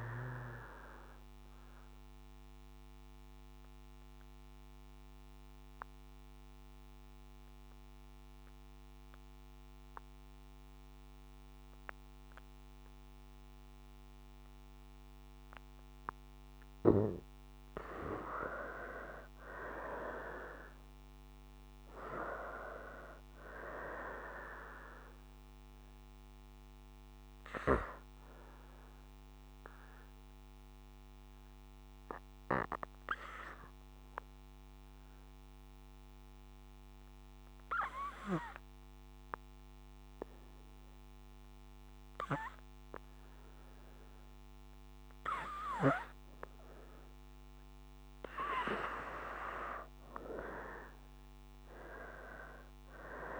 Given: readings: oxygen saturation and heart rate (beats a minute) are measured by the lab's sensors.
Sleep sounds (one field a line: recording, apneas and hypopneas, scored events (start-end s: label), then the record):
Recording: breathing in sleep by a microphone on the trachea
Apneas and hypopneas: 2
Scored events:
1.50-16.50 s: obstructive apnea (oxygen 93% before, 80% lowest, heart rate 58 before, 56 extreme, up 5 after)
7.00-18.00 s: oxygen desaturation (device-marked, oxygen 94% before, 88% lowest, heart rate 58 before, 56 extreme)
19.00-23.00 s: arousal
24.00-48.00 s: oxygen desaturation (device-marked, oxygen 91% before, 80% lowest, heart rate 59 before, 56 extreme)
28.00-46.50 s: obstructive apnea (oxygen 94% before, 80% lowest, heart rate 60 before, 56 extreme, up 8 after)
48.50-52.50 s: arousal
50.00-53.40 s: oxygen desaturation (device-marked, oxygen 92% before, 80% lowest, heart rate 59 before, 56 extreme)
From the record:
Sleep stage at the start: N2 (light sleep)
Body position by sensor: on the right side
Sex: female